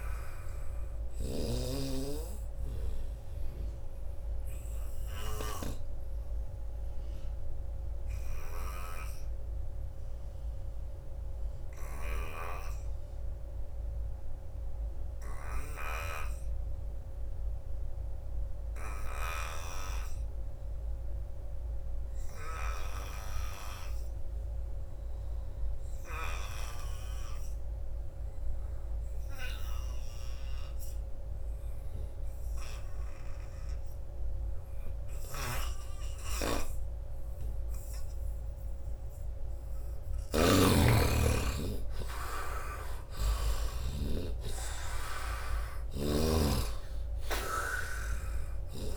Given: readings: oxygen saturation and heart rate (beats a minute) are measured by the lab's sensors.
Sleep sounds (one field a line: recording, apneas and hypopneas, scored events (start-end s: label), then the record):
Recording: breathing in sleep by a room microphone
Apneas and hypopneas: 1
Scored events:
0.00-1.50 s: snoring (device-marked)
0.00-11.50 s: oxygen desaturation (device-marked, oxygen 72% lowest, heart rate 74 extreme)
2.00-38.50 s: obstructive apnea (oxygen 98% before, 72% lowest, heart rate 83 before, 72 extreme, up 13 after)
11.50-19.50 s: snoring (device-marked)
22.50-48.97 s: oxygen desaturation (device-marked, oxygen 99% before, 73% lowest, heart rate 88 before, 72 extreme)
35.00-44.00 s: snoring (device-marked)
41.00-45.50 s: arousal
From the record:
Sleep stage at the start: N2 (light sleep)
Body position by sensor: on the right side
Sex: male